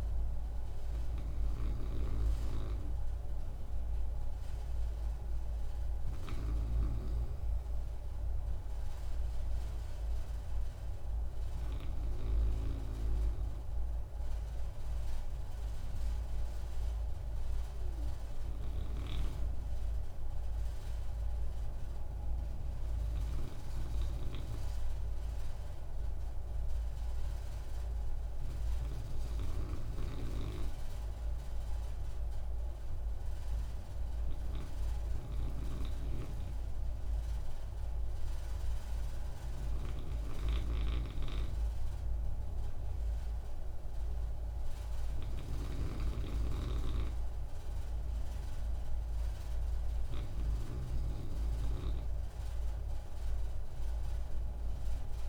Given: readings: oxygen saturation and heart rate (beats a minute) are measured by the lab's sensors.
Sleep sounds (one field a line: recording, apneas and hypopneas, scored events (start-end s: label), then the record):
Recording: breathing in sleep by a room microphone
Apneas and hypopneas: none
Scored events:
2.00-7.00 s: snoring (device-marked)
40.00-51.00 s: snoring (device-marked)
From the record:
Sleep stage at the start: N1 (lightest sleep)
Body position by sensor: on the right side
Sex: male